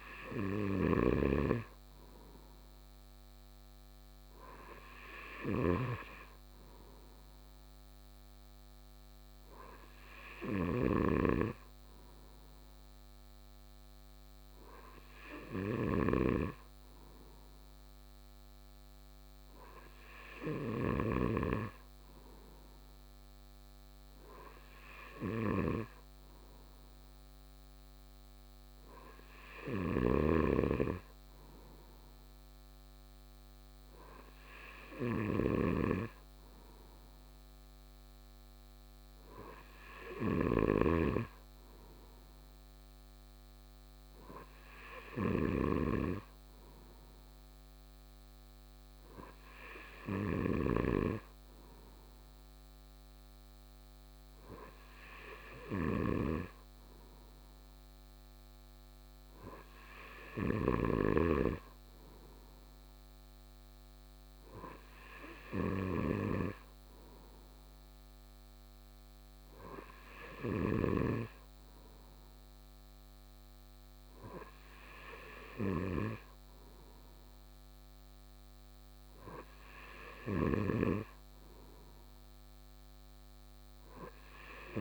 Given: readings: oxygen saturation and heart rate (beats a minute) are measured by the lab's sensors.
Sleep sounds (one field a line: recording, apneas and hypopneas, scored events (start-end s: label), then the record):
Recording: breathing in sleep by a microphone on the trachea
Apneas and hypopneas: none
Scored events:
0.00-1.00 s: snoring (device-marked)
From the record:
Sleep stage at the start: N2 (light sleep)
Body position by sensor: on the right side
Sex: male